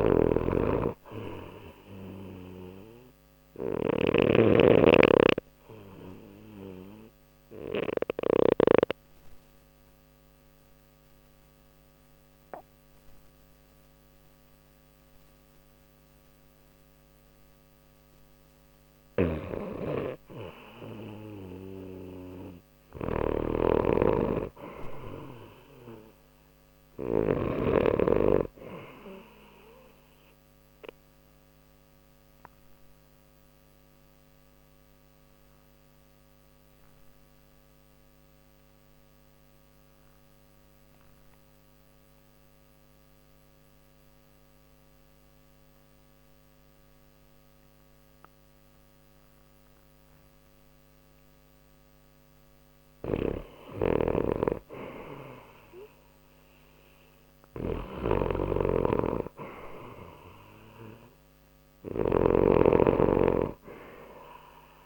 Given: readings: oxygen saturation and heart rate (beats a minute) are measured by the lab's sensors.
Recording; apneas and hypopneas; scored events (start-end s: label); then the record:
breathing in sleep by a microphone on the trachea; 2
0.00-3.50 s: snoring (device-marked)
0.00-5.50 s: oxygen desaturation (device-marked, oxygen 86% lowest, heart rate 59 extreme)
4.00-19.00 s: obstructive apnea (oxygen 90% before, 89% lowest, heart rate 62 before, 59 extreme, up 2 after)
18.50-27.00 s: snoring (device-marked)
21.50-26.00 s: arousal
30.50-50.00 s: obstructive apnea (oxygen 97% before, 86% lowest, heart rate 61 before, 59 extreme, up 6 after)
36.50-49.50 s: oxygen desaturation (device-marked, oxygen 94% before, 89% lowest, heart rate 61 before, 59 extreme)
53.00-58.00 s: arousal
53.50-64.85 s: snoring (device-marked)
61.50-64.85 s: oxygen desaturation (device-marked, oxygen 94% before, 86% lowest, heart rate 62 before, 59 extreme)
From the record:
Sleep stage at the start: N2 (light sleep); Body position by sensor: on the left side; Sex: male